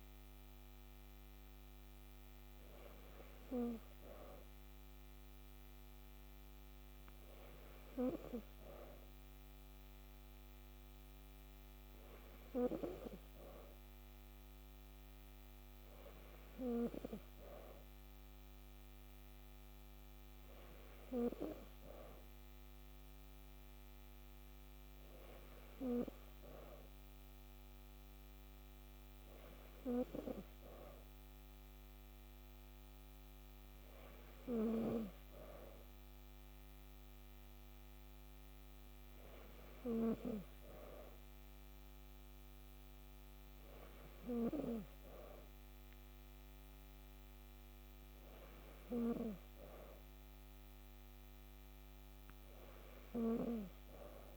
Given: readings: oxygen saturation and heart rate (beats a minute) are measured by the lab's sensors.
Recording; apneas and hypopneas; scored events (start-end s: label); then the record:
breathing in sleep by a microphone on the trachea; none
none scored
From the record:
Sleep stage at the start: N3 (deep sleep); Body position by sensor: on the back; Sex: female